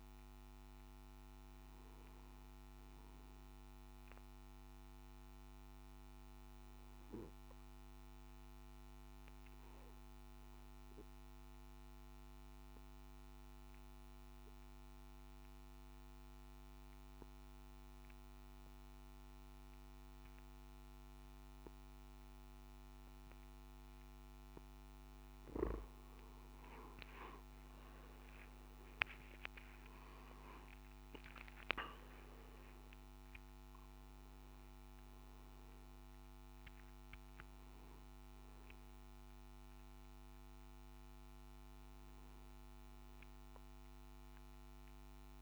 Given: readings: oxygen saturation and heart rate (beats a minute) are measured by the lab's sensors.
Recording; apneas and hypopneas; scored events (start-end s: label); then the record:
breathing in sleep, hard to hear, by a microphone on the trachea; 1
4.00-24.50 s: obstructive apnea (oxygen 96% before, 88% lowest, heart rate 59 before, 53 extreme, up 13 after)
26.00-45.42 s: oxygen desaturation (device-marked, oxygen 98% before, 88% lowest, heart rate 56 before, 53 extreme)
From the record:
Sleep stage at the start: N2 (light sleep); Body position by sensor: on the back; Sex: male